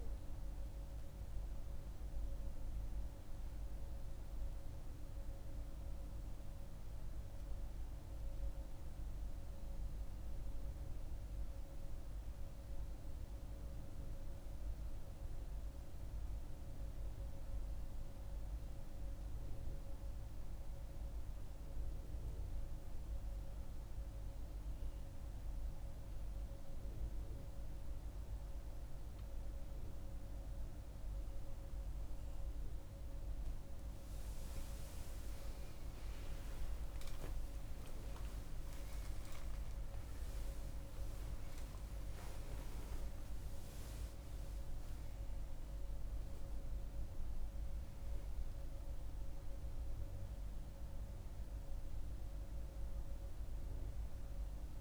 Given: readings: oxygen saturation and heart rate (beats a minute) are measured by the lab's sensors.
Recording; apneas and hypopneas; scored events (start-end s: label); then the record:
breathing in sleep, hard to hear, by a room microphone; 1
0.00-3.00 s: oxygen desaturation (device-marked, oxygen 93% lowest, heart rate 64 extreme)
10.50-29.00 s: central apnea (oxygen 98% before, 93% lowest, heart rate 78 before, 64 extreme, up 14 after)
31.00-54.81 s: oxygen desaturation (device-marked, oxygen 97% before, 93% lowest, heart rate 67 before, 63 extreme)
32.00-36.00 s: arousal
From the record:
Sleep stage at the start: N2 (light sleep); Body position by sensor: on the right side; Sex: female